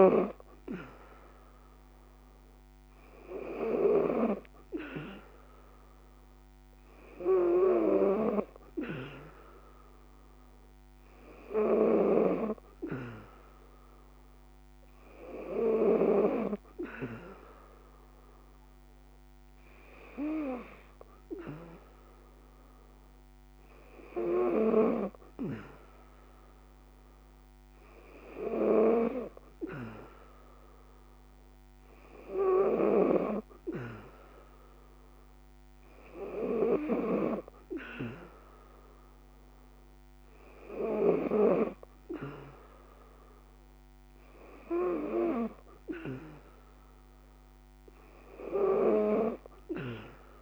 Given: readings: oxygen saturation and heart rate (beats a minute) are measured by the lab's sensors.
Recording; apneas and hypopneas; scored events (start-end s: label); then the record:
breathing in sleep by a microphone on the trachea; none
11.00-15.50 s: snoring (device-marked)
From the record:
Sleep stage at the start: N3 (deep sleep); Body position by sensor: on the back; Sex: female